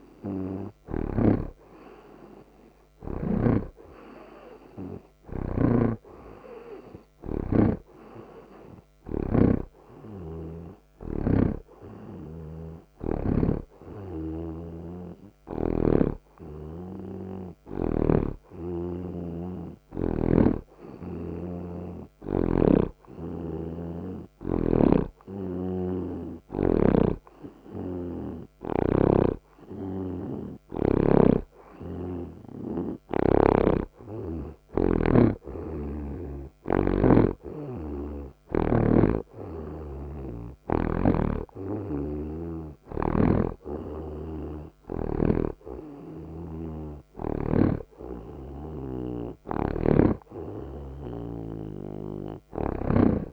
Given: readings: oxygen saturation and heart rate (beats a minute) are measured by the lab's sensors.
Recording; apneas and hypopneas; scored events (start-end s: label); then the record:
breathing in sleep by a microphone on the trachea; none
0.00-3.50 s: snoring (device-marked)
3.50-10.50 s: oxygen desaturation (device-marked, oxygen 88% before, 80% lowest)
5.50-13.50 s: snoring (device-marked)
18.00-36.50 s: snoring (device-marked)
41.00-44.50 s: snoring (device-marked)
46.50-53.00 s: snoring (device-marked)
From the record:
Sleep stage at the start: N2 (light sleep); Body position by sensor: on the right side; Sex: male